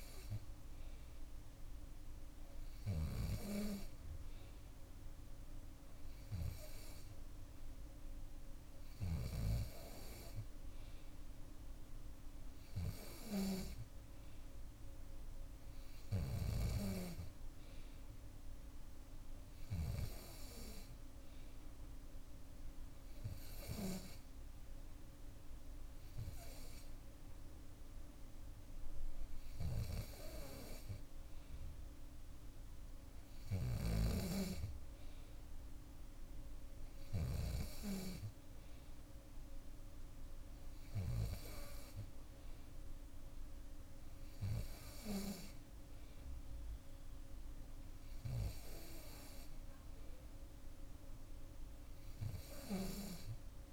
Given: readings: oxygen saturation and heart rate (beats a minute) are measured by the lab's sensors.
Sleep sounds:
breathing in sleep by a room microphone; none
none scored
From the record:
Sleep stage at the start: N2 (light sleep); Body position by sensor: on the back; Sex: female

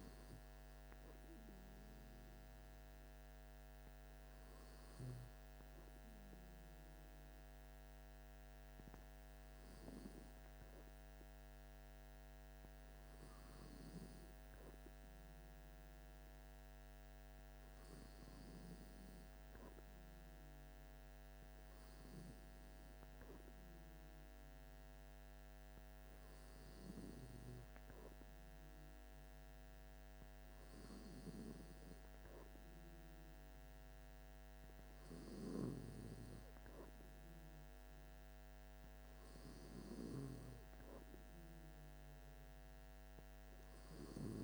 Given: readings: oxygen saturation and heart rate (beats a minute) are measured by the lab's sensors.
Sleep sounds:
breathing in sleep by a microphone on the trachea; none
none scored
From the record:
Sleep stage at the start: N2 (light sleep); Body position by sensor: on the back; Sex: male

